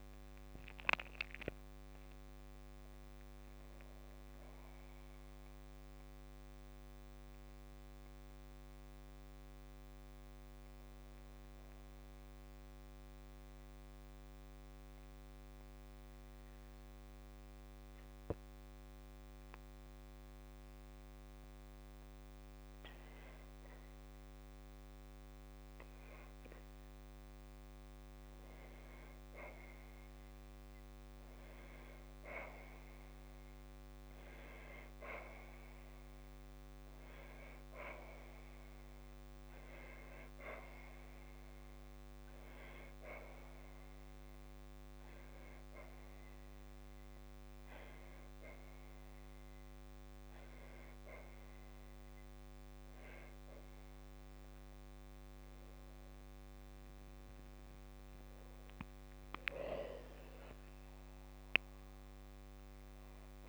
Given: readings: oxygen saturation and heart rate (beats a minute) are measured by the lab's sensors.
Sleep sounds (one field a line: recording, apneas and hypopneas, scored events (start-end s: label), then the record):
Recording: breathing in sleep by a microphone on the trachea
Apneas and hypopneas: 1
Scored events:
16.00-56.00 s: obstructive apnea (oxygen 96% before, 94% lowest, heart rate 69 before, 57 extreme, up 30 after)
46.50-60.50 s: oxygen desaturation (device-marked, oxygen 97% before, 94% lowest, heart rate 60 before, 57 extreme)
60.50-62.50 s: long interval between heartbeats (device-marked, heart rate 62 before, 90 extreme)
60.50-63.49 s: arousal
From the record:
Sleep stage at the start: N2 (light sleep)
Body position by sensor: on the back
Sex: female